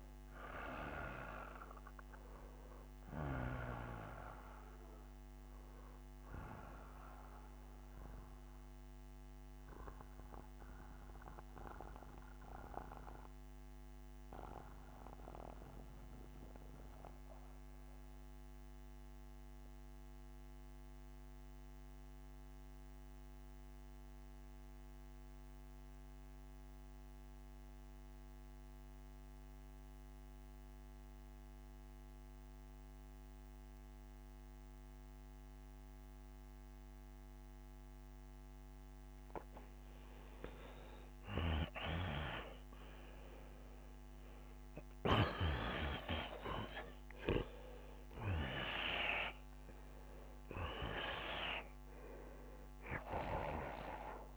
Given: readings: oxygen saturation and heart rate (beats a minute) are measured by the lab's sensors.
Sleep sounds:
breathing in sleep by a microphone on the trachea; 1
0.00-12.00 s: oxygen desaturation (device-marked, oxygen 85% lowest, heart rate 63 extreme)
6.50-37.00 s: mixed apnea (oxygen 95% before, 86% lowest, heart rate 85 before, 63 extreme, up 4 after)
35.00-44.00 s: oxygen desaturation (device-marked, oxygen 97% before, 93% lowest, heart rate 66 before, 66 extreme)
39.00-43.00 s: arousal
52.00-54.37 s: oxygen desaturation (device-marked, oxygen 95% before, 86% lowest, heart rate 75 before, 49 extreme)
From the record:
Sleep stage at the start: N2 (light sleep); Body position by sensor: on the back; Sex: male

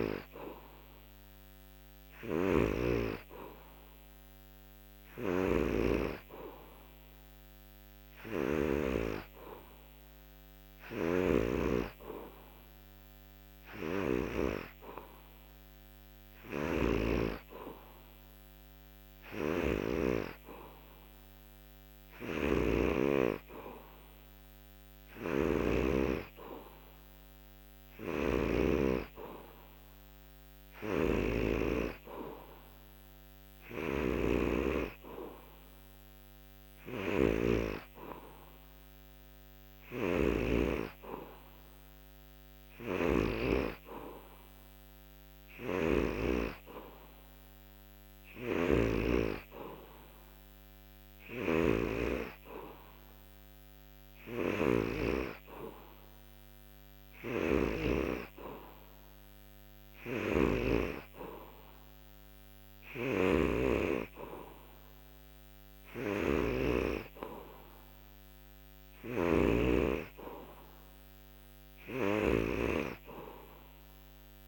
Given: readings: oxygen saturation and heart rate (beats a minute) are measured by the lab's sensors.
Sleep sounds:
breathing in sleep by a microphone on the trachea; none
0.00-8.50 s: snoring (device-marked)
10.50-14.00 s: snoring (device-marked)
16.00-28.50 s: snoring (device-marked)
30.50-46.00 s: snoring (device-marked)
48.00-60.50 s: snoring (device-marked)
62.50-69.50 s: snoring (device-marked)
71.50-74.48 s: snoring (device-marked)
From the record:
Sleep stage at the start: N3 (deep sleep); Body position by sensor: on the back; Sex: male

